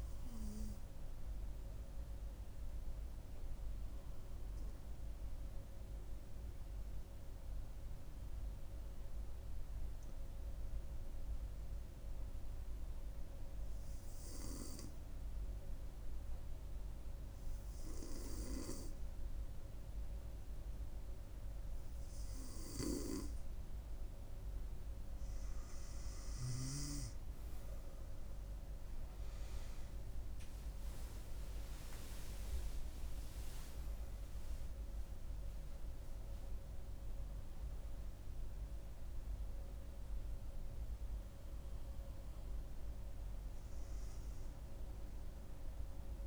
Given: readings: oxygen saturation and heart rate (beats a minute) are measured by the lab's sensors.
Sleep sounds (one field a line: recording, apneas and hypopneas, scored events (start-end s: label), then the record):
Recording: breathing in sleep by a room microphone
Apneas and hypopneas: 1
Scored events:
2.00-24.50 s: hypopnea (oxygen 98% before, 94% lowest, heart rate 70 before, 65 extreme, up 7 after)
11.00-20.00 s: oxygen desaturation (device-marked, oxygen 98% before, 94% lowest, heart rate 67 before, 66 extreme)
29.50-34.00 s: arousal
From the record:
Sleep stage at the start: N2 (light sleep)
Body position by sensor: on the front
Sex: female